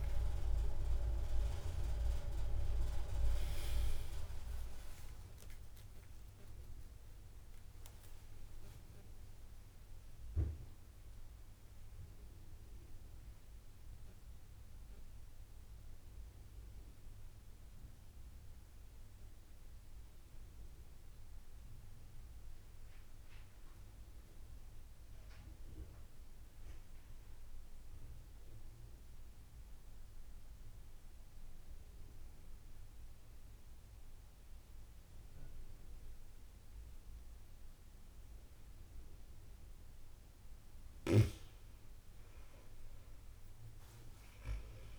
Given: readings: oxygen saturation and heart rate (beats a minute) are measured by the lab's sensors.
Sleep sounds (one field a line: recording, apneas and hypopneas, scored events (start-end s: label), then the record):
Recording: breathing in sleep by a room microphone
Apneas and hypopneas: 1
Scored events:
0.00-4.50 s: arousal
0.00-22.50 s: oxygen desaturation (device-marked, oxygen 91% lowest)
10.50-39.50 s: mixed apnea (oxygen 97% before, 91% lowest)
42.00-44.99 s: arousal
From the record:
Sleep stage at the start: N2 (light sleep)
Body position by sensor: on the back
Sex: female